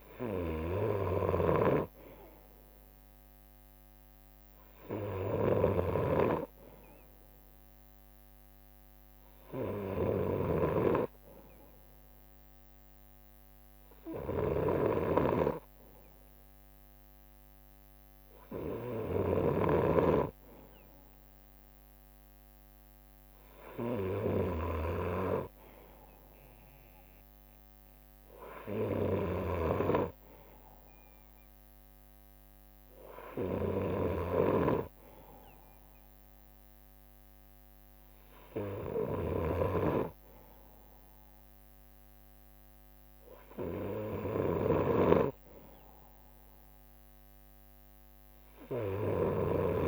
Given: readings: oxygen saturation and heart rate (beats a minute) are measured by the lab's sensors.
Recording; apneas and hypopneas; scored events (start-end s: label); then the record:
breathing in sleep by a microphone on the trachea; none
0.00-19.50 s: snoring (device-marked)
3.50-6.00 s: leg movement (device-marked)
8.00-16.50 s: leg movement (device-marked)
13.00-28.00 s: drop in pulse transit time (device-marked, heart rate 65 before, 63 extreme)
26.00-28.50 s: leg movement (device-marked)
34.00-49.50 s: snoring (device-marked)
From the record:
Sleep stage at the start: N2 (light sleep); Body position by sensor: on the right side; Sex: male